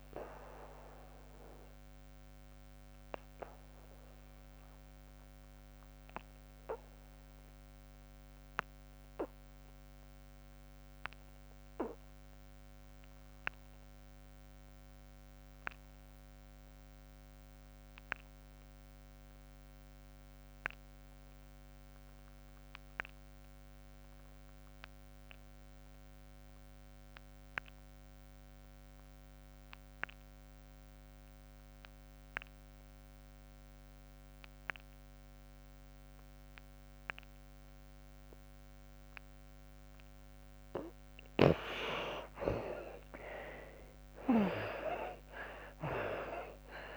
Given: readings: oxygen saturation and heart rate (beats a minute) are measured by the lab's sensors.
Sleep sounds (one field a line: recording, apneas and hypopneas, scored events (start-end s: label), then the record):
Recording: breathing in sleep by a microphone on the trachea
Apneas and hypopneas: 1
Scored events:
0.00-13.50 s: oxygen desaturation (device-marked, oxygen 52% lowest, heart rate 59 extreme)
1.00-39.50 s: obstructive apnea (oxygen 95% before, 45% lowest, heart rate 96 before, 59 extreme, up 55 after)
18.50-46.97 s: oxygen desaturation (device-marked, oxygen 93% before, 45% lowest, heart rate 89 before, 59 extreme)
42.00-46.00 s: arousal
From the record:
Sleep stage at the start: N2 (light sleep)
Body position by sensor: on the back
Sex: female